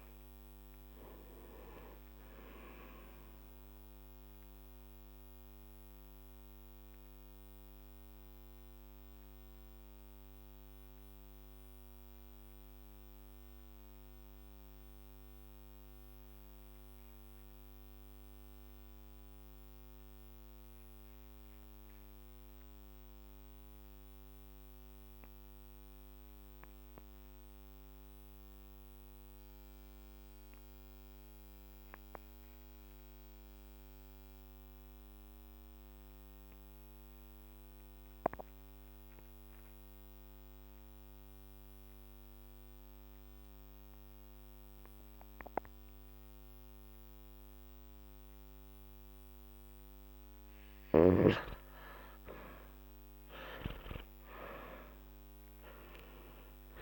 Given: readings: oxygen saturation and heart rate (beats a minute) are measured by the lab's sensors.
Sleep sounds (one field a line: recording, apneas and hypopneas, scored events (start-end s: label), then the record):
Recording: breathing in sleep by a microphone on the trachea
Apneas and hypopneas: 1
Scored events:
5.00-48.50 s: mixed apnea (oxygen 97% before, 85% lowest, heart rate 51 before, 46 extreme, up 12 after)
27.00-51.00 s: oxygen desaturation (device-marked, oxygen 97% before, 85% lowest, heart rate 47 before, 46 extreme)
50.50-56.82 s: snoring (device-marked)
51.50-56.00 s: arousal
From the record:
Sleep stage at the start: N2 (light sleep)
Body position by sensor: on the back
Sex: male